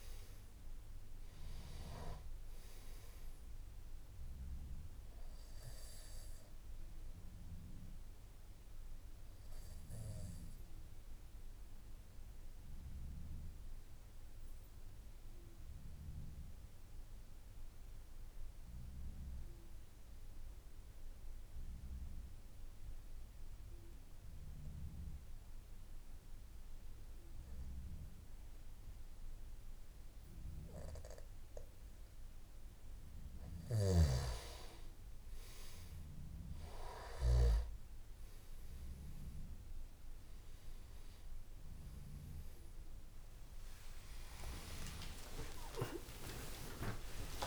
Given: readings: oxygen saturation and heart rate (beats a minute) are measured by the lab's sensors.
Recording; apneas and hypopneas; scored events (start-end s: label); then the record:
breathing in sleep by a room microphone; 1
3.00-22.00 s: oxygen desaturation (device-marked, oxygen 97% before, 88% lowest, heart rate 56 before, 52 extreme)
8.00-33.50 s: obstructive apnea (oxygen 99% before, 88% lowest, heart rate 57 before, 52 extreme, up 6 after)
39.00-47.47 s: oxygen desaturation (device-marked, oxygen 98% before, 92% lowest, heart rate 55 before, 61 extreme)
44.00-46.00 s: long interval between heartbeats (device-marked, heart rate 56 before, 65 extreme)
45.00-47.47 s: tachycardia (device-marked, heart rate 55 before, 129 extreme)
From the record:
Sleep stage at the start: N3 (deep sleep); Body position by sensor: on the back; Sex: male